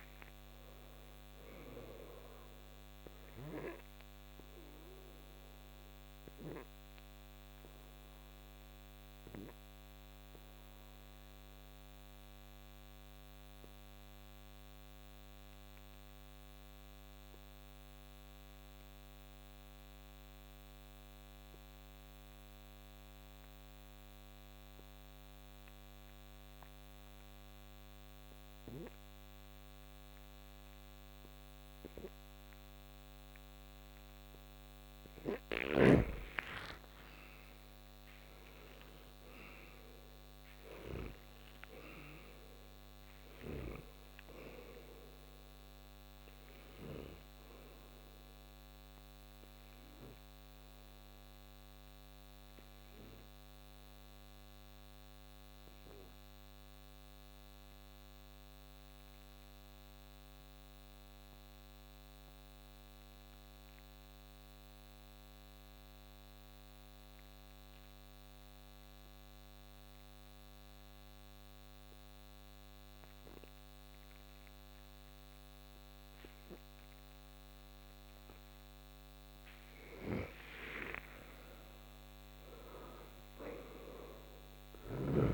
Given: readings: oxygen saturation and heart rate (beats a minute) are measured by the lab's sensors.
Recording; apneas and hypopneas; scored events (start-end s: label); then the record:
breathing in sleep by a microphone on the trachea; 2
0.00-17.50 s: oxygen desaturation (device-marked, oxygen 84% lowest, heart rate 58 extreme)
7.50-34.50 s: obstructive apnea (oxygen 98% before, 79% lowest, heart rate 67 before, 61 extreme, up 30 after)
30.50-60.50 s: oxygen desaturation (device-marked, oxygen 98% before, 79% lowest, heart rate 64 before, 61 extreme)
35.50-44.00 s: snoring (device-marked)
36.50-41.00 s: arousal
48.50-78.50 s: obstructive apnea (oxygen 98% before, 79% lowest, heart rate 74 before, 61 extreme, up 9 after)
72.50-85.34 s: oxygen desaturation (device-marked, oxygen 98% before, 82% lowest, heart rate 65 before, 62 extreme)
80.00-85.34 s: snoring (device-marked)
80.50-85.00 s: arousal
From the record:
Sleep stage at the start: N2 (light sleep); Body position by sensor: on the back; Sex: male